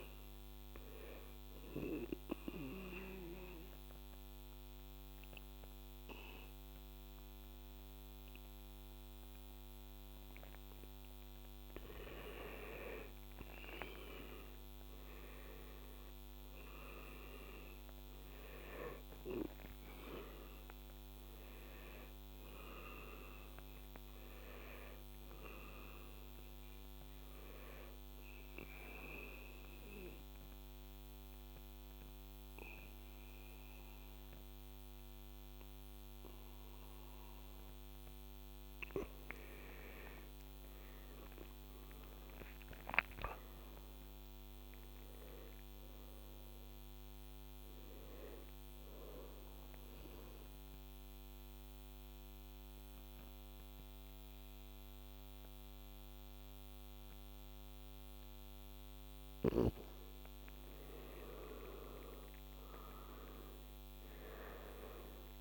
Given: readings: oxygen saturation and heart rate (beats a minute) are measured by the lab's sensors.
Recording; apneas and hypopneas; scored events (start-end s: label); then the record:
breathing in sleep by a microphone on the trachea; 3
1.00-12.00 s: obstructive apnea (oxygen 97% before, 87% lowest, heart rate 80 before, 79 extreme, up 2 after)
12.50-34.50 s: oxygen desaturation (device-marked, oxygen 95% before, 87% lowest, heart rate 80 before, 73 extreme)
13.50-17.00 s: arousal
28.50-39.50 s: obstructive apnea (oxygen 95% before, 86% lowest, heart rate 81 before, 73 extreme, up 6 after)
40.50-44.00 s: arousal
47.50-61.50 s: oxygen desaturation (device-marked, oxygen 97% before, 90% lowest, heart rate 83 before, 69 extreme)
49.00-60.50 s: obstructive apnea (oxygen 97% before, 86% lowest, heart rate 83 before, 69 extreme, up 9 after)
61.50-65.00 s: arousal
63.50-65.41 s: oxygen desaturation (device-marked, oxygen 96% before, 86% lowest, heart rate 78 before, 69 extreme)
From the record:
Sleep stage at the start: N2 (light sleep); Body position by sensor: on the back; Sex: male